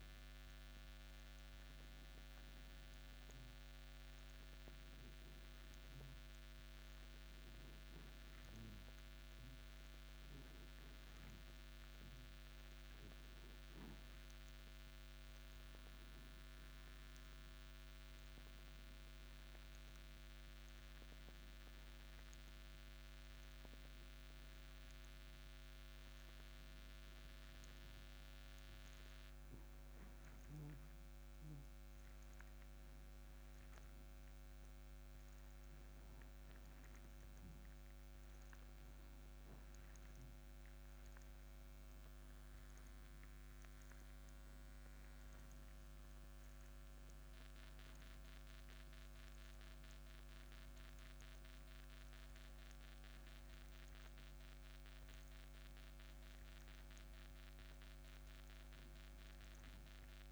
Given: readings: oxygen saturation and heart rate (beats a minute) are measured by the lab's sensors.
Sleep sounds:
a person awake in a sleep study, hard to hear, by a microphone on the trachea; none
none scored
From the record:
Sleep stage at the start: awake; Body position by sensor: on the back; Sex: male

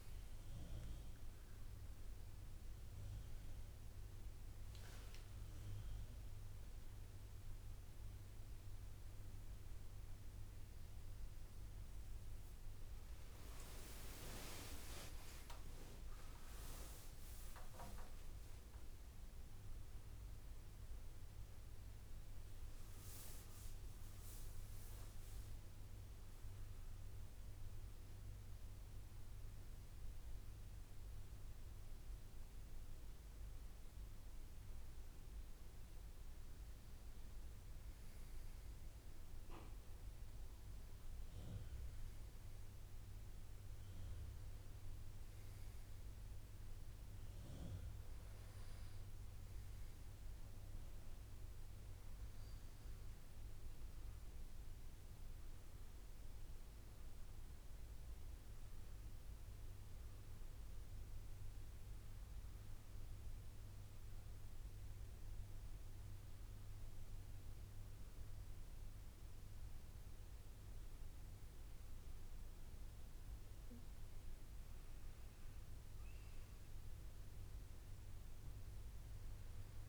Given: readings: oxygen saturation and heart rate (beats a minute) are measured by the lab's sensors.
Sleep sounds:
a person partly awake in a sleep study, by a room microphone; none
8.00-38.00 s: new sleep stage, awake
38.00-79.89 s: new sleep stage, N2 (light sleep)
From the record:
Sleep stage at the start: N2 (light sleep); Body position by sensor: on the right side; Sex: male

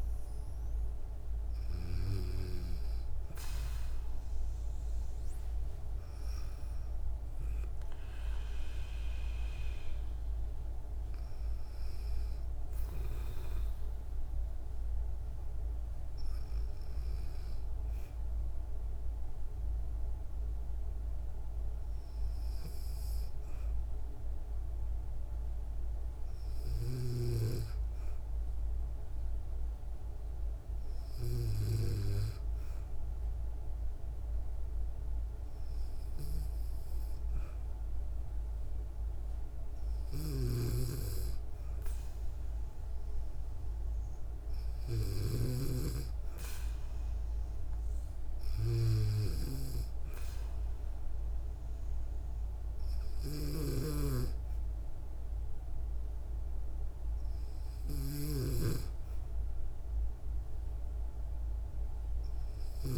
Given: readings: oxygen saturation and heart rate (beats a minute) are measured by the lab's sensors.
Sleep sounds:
breathing in sleep by a room microphone; none
39.50-45.00 s: snoring (device-marked)
52.50-62.98 s: snoring (device-marked)
From the record:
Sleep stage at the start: N2 (light sleep); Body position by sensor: on the back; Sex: female

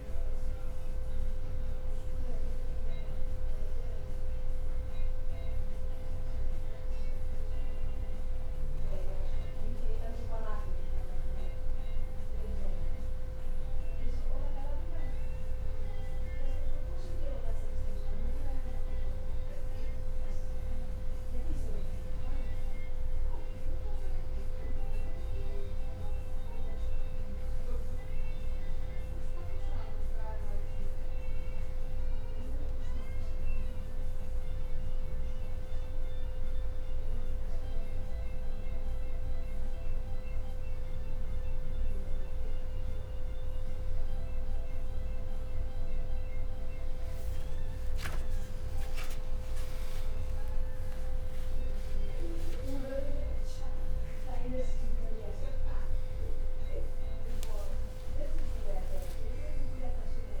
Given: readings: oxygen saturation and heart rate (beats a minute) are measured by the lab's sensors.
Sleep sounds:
breathing in sleep, hard to hear, by a room microphone; none
48.50-50.50 s: long interval between heartbeats (device-marked, heart rate 63 before, 70 extreme)
51.00-55.50 s: arousal
57.50-59.50 s: long interval between heartbeats (device-marked, heart rate 66 before, 72 extreme)
From the record:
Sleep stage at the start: N2 (light sleep); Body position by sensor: on the back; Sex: male

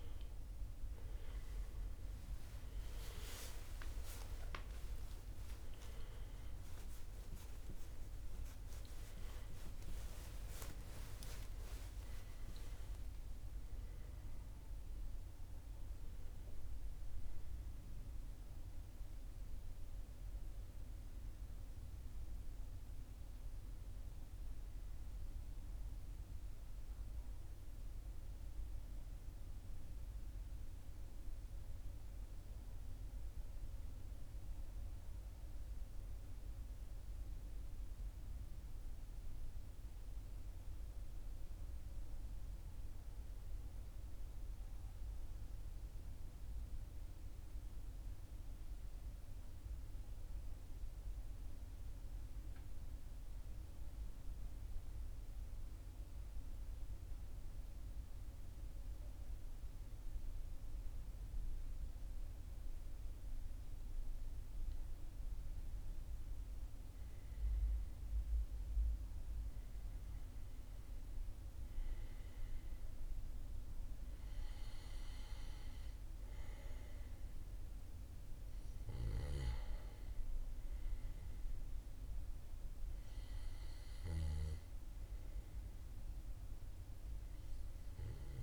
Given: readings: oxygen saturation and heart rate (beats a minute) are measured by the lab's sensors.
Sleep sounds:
breathing in sleep, hard to hear, by a room microphone; 1
0.00-1.00 s: arousal
0.00-8.00 s: oxygen desaturation (device-marked, oxygen 94% lowest, heart rate 42 extreme)
27.50-64.00 s: mixed apnea (oxygen 96% before, 91% lowest, heart rate 94 before, 40 extreme, up 1 after)
65.50-70.00 s: arousal
70.00-88.43 s: oxygen desaturation (device-marked, oxygen 98% before, 91% lowest, heart rate 41 before, 38 extreme)
From the record:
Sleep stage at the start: N2 (light sleep); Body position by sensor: on the back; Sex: male

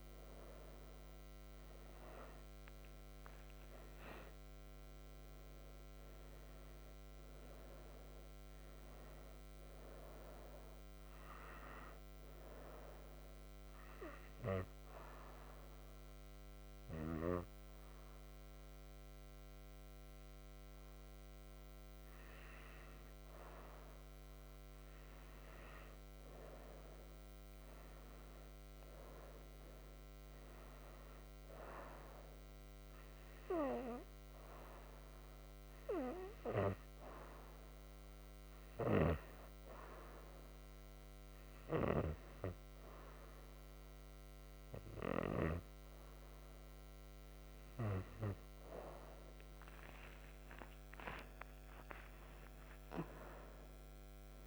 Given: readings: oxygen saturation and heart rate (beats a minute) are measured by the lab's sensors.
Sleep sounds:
breathing in sleep by a microphone on the trachea; 2
0.00-3.50 s: arousal
0.50-25.50 s: oxygen desaturation (device-marked, oxygen 99% before, 88% lowest, heart rate 66 before, 59 extreme)
15.00-26.00 s: hypopnea (oxygen 99% before, 88% lowest, heart rate 67 before, 59 extreme, up 17 after)
27.00-30.50 s: arousal
35.00-47.50 s: hypopnea (oxygen 96% before, 89% lowest, heart rate 67 before, 61 extreme, up 26 after)
49.50-54.00 s: arousal
From the record:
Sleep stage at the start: N1 (lightest sleep); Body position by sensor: on the right side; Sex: female

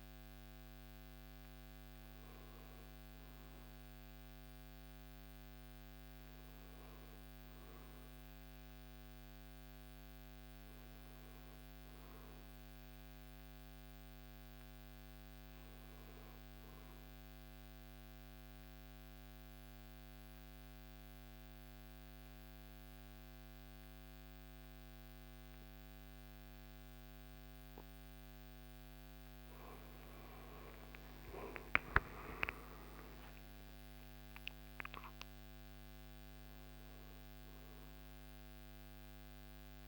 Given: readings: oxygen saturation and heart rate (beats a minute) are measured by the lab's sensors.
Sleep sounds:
breathing in sleep, hard to hear, by a microphone on the trachea; 1
18.00-29.50 s: central apnea (oxygen 96% before, 89% lowest, heart rate 78 before, 69 extreme, up 12 after)
31.50-36.50 s: arousal
35.00-39.88 s: drop in pulse transit time (device-marked, heart rate 73 before, 73 extreme)
38.00-39.88 s: oxygen desaturation (device-marked, oxygen 95% before, 89% lowest, heart rate 74 before, 68 extreme)
From the record:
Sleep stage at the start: N1 (lightest sleep); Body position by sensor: on the back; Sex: male

